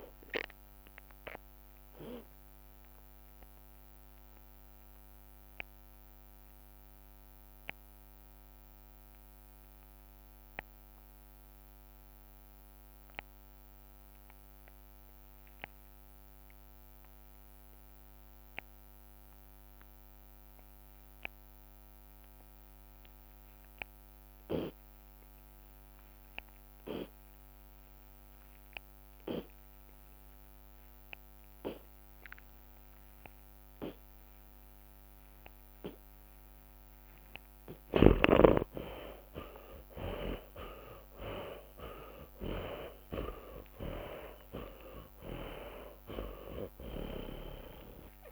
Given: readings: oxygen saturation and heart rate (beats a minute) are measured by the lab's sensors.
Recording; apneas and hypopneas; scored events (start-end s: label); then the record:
breathing in sleep by a microphone on the trachea; 1
5.50-23.00 s: obstructive apnea (oxygen 98% before, 70% lowest)
7.00-9.00 s: long interval between heartbeats (device-marked)
17.00-30.00 s: oxygen desaturation (device-marked, oxygen 94% before, 77% lowest)
23.00-25.00 s: long interval between heartbeats (device-marked)
26.00-42.00 s: drop in pulse transit time (device-marked)
36.00-42.00 s: arousal
42.00-44.00 s: long interval between heartbeats (device-marked)
44.50-46.50 s: long interval between heartbeats (device-marked)
From the record:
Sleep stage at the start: N2 (light sleep); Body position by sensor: on the back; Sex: male